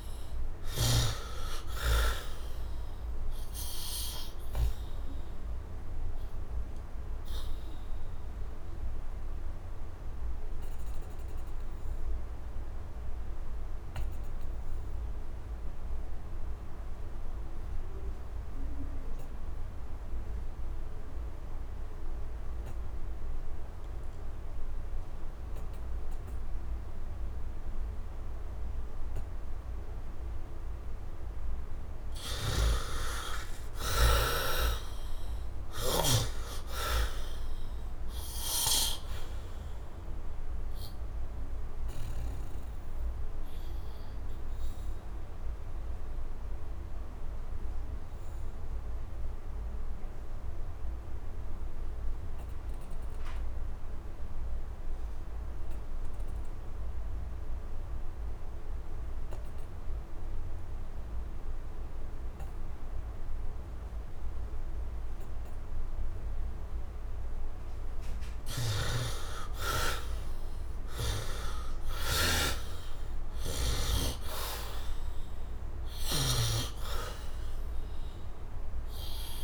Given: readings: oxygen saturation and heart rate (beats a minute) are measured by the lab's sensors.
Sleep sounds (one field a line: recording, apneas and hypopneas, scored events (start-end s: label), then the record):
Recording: breathing in sleep by a room microphone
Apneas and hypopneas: 2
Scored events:
0.00-1.00 s: arousal
0.00-1.00 s: snoring (device-marked)
0.00-21.00 s: oxygen desaturation (device-marked, oxygen 58% lowest, heart rate 60 extreme)
5.00-30.50 s: obstructive apnea (oxygen 99% before, 55% lowest, heart rate 78 before, 60 extreme, up 10 after)
23.00-56.00 s: oxygen desaturation (device-marked, oxygen 98% before, 55% lowest, heart rate 71 before, 65 extreme)
32.00-36.00 s: snoring (device-marked)
32.50-36.50 s: arousal
44.50-66.00 s: obstructive apnea (oxygen 98% before, 55% lowest, heart rate 81 before, 67 extreme, up 11 after)
61.00-79.44 s: oxygen desaturation (device-marked, oxygen 98% before, 58% lowest, heart rate 72 before, 71 extreme)
68.50-73.50 s: snoring (device-marked)
69.00-73.00 s: arousal
From the record:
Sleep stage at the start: N2 (light sleep)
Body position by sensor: on the right side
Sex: male